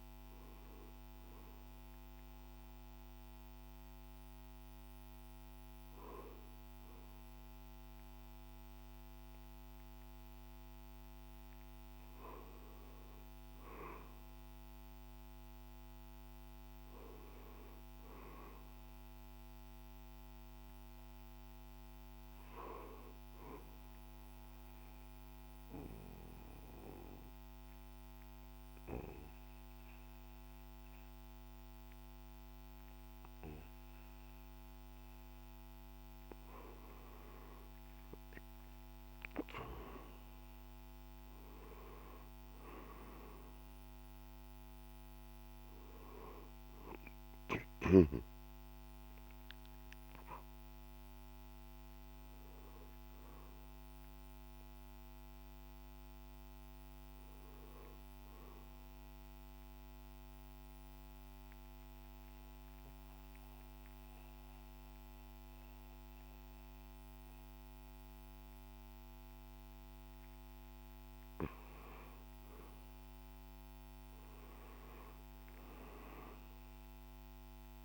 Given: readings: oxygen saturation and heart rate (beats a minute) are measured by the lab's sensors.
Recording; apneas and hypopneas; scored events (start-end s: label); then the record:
breathing in sleep by a microphone on the trachea; 2
23.50-35.00 s: obstructive apnea (oxygen 96% before, 91% lowest, heart rate 62 before, 59 extreme, up 5 after)
38.50-44.00 s: arousal
41.00-53.00 s: drop in pulse transit time (device-marked, heart rate 60 before, 63 extreme)
47.00-65.00 s: oxygen desaturation (device-marked, oxygen 95% before, 91% lowest, heart rate 61 before, 57 extreme)
53.00-77.85 s: new sleep stage, N2 (light sleep)
59.00-70.00 s: obstructive apnea (oxygen 95% before, 91% lowest, heart rate 63 before, 57 extreme, up 7 after)
72.50-77.00 s: arousal
From the record:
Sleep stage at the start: N1 (lightest sleep); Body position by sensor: on the right side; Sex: male